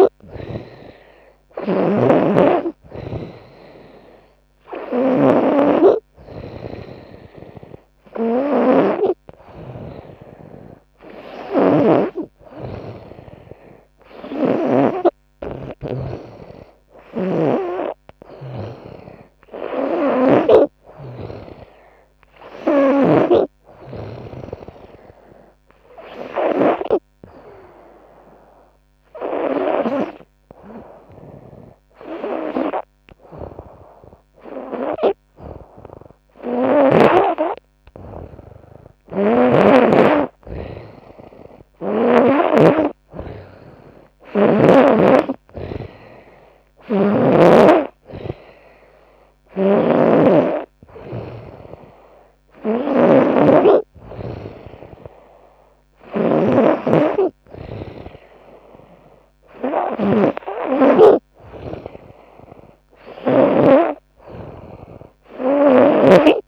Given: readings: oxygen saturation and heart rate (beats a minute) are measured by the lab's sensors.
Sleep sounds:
breathing in sleep by a microphone on the trachea; none
1.00-5.00 s: snoring (device-marked)
11.00-20.00 s: snoring (device-marked)
46.00-63.00 s: snoring (device-marked)
65.00-66.48 s: snoring (device-marked)
From the record:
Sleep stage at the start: N2 (light sleep); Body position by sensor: on the front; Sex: female

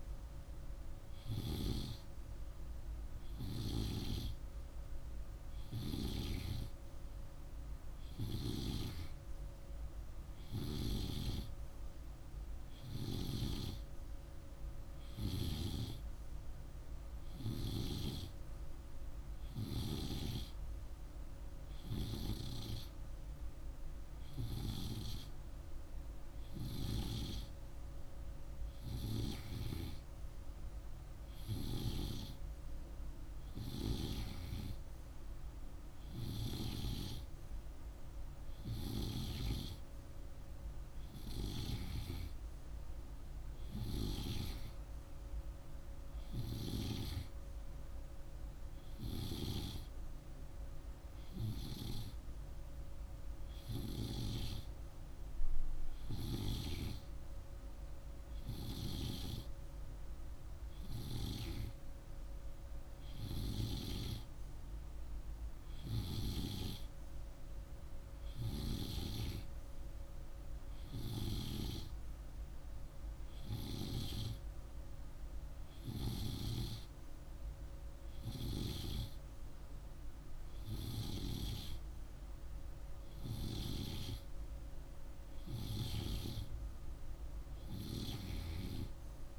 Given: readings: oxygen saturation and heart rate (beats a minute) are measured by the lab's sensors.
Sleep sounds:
breathing in sleep by a room microphone; none
none scored
From the record:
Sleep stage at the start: N2 (light sleep); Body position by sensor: on the right side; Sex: male

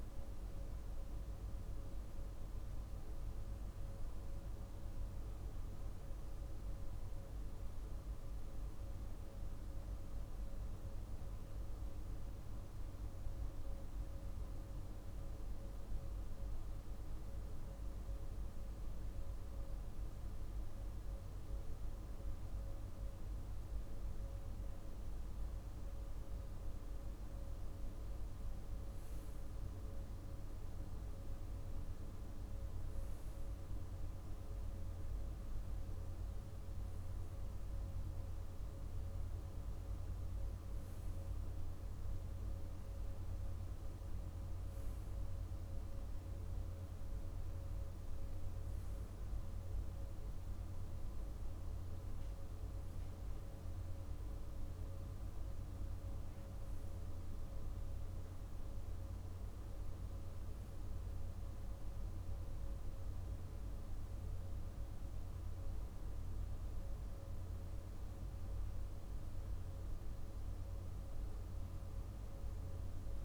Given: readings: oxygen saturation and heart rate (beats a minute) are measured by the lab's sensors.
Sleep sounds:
breathing in sleep, hard to hear, by a room microphone; none
none scored
From the record:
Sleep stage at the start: REM sleep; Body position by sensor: on the right side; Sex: male

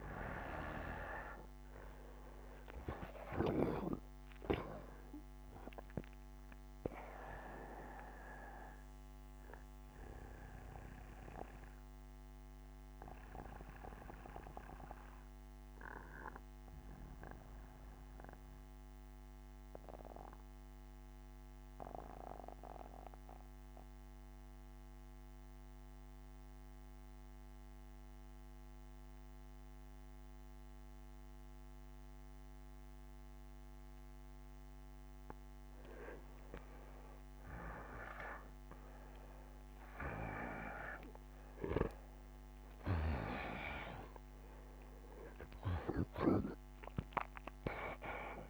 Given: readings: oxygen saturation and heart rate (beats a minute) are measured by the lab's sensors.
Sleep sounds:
breathing in sleep by a microphone on the trachea; 1
0.00-19.50 s: oxygen desaturation (device-marked, oxygen 87% lowest, heart rate 64 extreme)
9.00-32.50 s: obstructive apnea (oxygen 96% before, 85% lowest, heart rate 74 before, 64 extreme, up 7 after)
34.50-37.50 s: arousal
34.50-48.50 s: oxygen desaturation (device-marked, oxygen 97% before, 85% lowest, heart rate 68 before, 65 extreme)
From the record:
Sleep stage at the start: N2 (light sleep); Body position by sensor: on the back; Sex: male

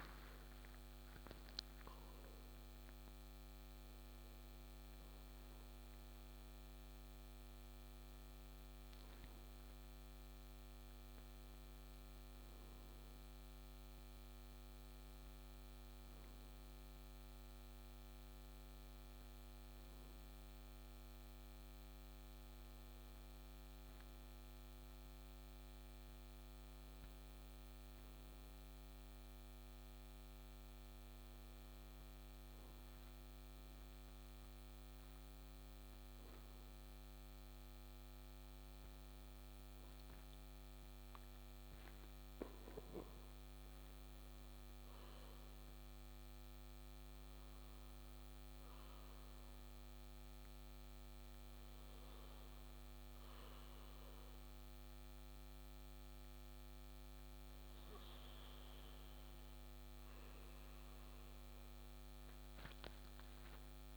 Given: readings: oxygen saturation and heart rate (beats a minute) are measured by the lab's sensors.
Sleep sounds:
a person partly awake in a sleep study, hard to hear, by a microphone on the trachea; none
6.00-63.97 s: new sleep stage, N1 (lightest sleep)
12.00-24.00 s: oxygen desaturation (device-marked, oxygen 98% before, 94% lowest, heart rate 81 before, 60 extreme)
From the record:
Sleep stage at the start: awake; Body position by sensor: on the right side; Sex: male

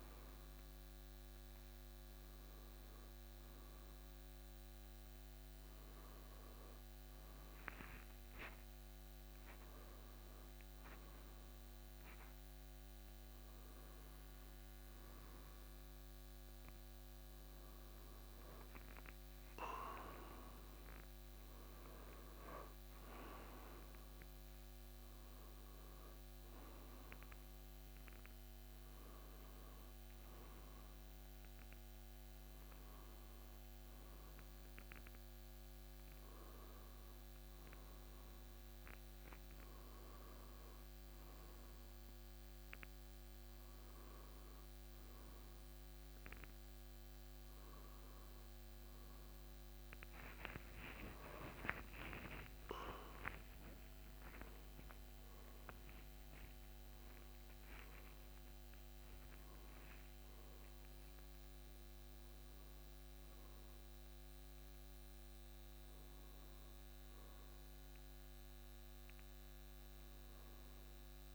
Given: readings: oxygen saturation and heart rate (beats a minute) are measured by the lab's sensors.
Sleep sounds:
breathing in sleep by a microphone on the trachea; none
51.00-56.50 s: arousal
From the record:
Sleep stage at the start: N1 (lightest sleep); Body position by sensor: on the back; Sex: male

